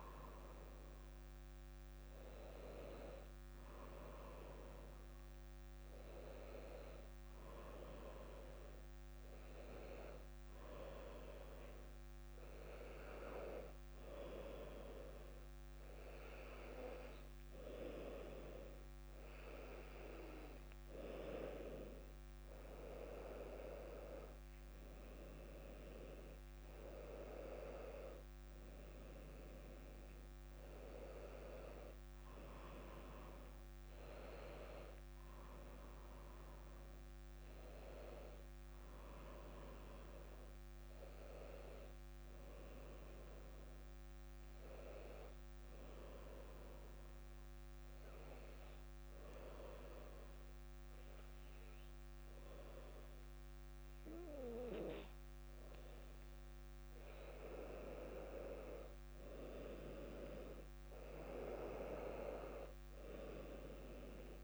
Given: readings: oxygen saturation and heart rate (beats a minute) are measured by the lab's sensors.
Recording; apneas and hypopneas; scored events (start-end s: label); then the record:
breathing in sleep by a microphone on the trachea; 1
37.00-40.50 s: arousal
46.50-58.00 s: hypopnea (oxygen 98% before, 94% lowest, heart rate 62 before, 58 extreme, up 0 after)
60.50-64.44 s: arousal
From the record:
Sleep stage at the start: N2 (light sleep); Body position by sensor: on the back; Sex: female